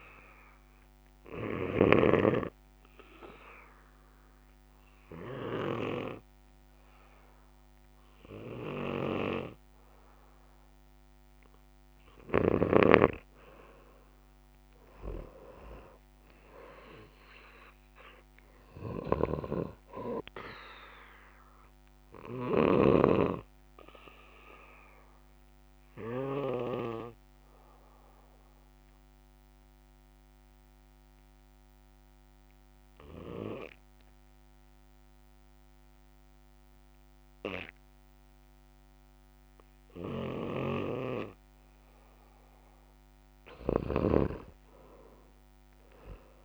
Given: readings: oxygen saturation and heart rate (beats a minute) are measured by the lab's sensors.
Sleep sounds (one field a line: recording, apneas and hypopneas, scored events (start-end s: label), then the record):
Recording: breathing in sleep by a microphone on the trachea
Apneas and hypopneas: 2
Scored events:
0.00-2.50 s: snoring (device-marked)
0.00-8.50 s: oxygen desaturation (device-marked, oxygen 91% lowest, heart rate 64 extreme)
2.00-13.00 s: obstructive apnea (oxygen 97% before, 89% lowest, heart rate 67 before, 64 extreme, up 7 after)
17.00-20.00 s: arousal
19.00-23.00 s: snoring (device-marked)
24.50-42.00 s: obstructive apnea (oxygen 96% before, 89% lowest, heart rate 69 before, 58 extreme, up 9 after)
40.50-44.50 s: snoring (device-marked)
42.50-46.45 s: oxygen desaturation (device-marked, oxygen 96% before, 89% lowest, heart rate 67 before, 58 extreme)
45.00-46.45 s: arousal
From the record:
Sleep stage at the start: N2 (light sleep)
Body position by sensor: on the back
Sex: male